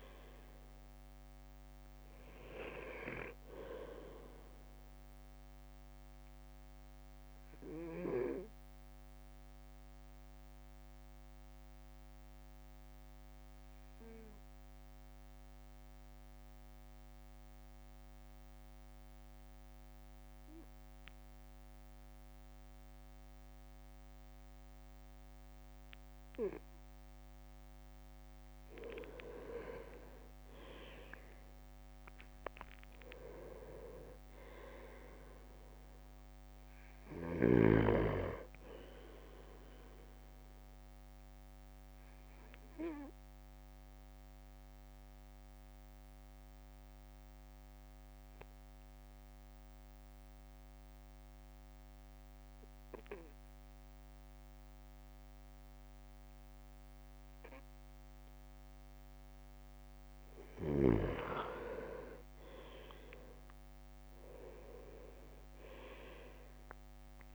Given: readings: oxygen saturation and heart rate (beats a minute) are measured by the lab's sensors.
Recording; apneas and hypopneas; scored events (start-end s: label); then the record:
breathing in sleep by a microphone on the trachea; 2
0.00-7.00 s: drop in pulse transit time (device-marked, heart rate 54 extreme)
6.00-29.00 s: obstructive apnea (oxygen 99% before, 96% lowest, heart rate 56 before, 50 extreme, up 6 after)
29.00-41.00 s: drop in pulse transit time (device-marked, heart rate 54 before, 53 extreme)
29.50-31.50 s: leg movement (device-marked)
31.00-35.00 s: arousal
40.50-59.50 s: obstructive apnea (oxygen 99% before, 96% lowest, heart rate 56 before, 52 extreme, up 4 after)
64.00-67.34 s: drop in pulse transit time (device-marked, heart rate 54 before, 56 extreme)
64.50-67.34 s: arousal
From the record:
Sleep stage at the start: N2 (light sleep); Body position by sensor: on the right side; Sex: male